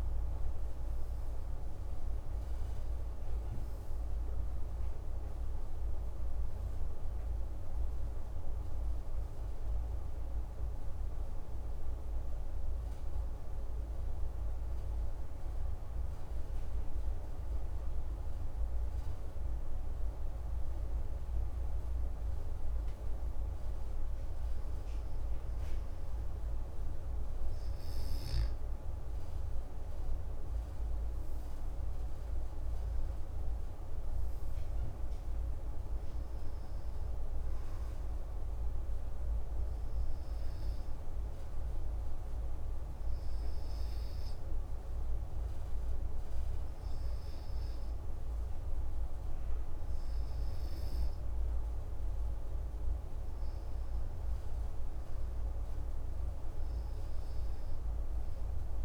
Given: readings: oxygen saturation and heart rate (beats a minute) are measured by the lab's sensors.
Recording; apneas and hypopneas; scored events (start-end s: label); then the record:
breathing in sleep, hard to hear, by a room microphone; 2
11.00-24.00 s: obstructive apnea (oxygen 96% before, 93% lowest)
28.00-33.00 s: arousal
40.00-54.50 s: hypopnea (oxygen 97% before, 94% lowest)
56.00-58.85 s: arousal
From the record:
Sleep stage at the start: N2 (light sleep); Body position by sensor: on the back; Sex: male